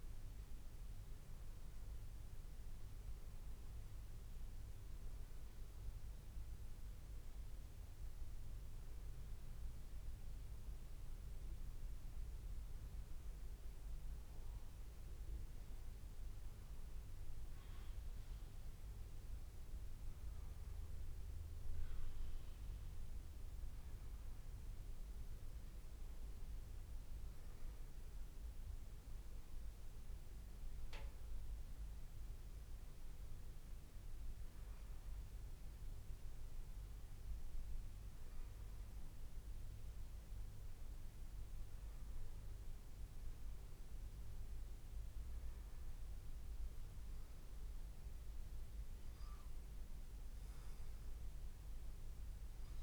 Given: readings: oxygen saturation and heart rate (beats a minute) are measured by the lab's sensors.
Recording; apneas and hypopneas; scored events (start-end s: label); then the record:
breathing in sleep, hard to hear, by a room microphone; none
none scored
From the record:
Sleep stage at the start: N2 (light sleep); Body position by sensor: on the back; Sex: male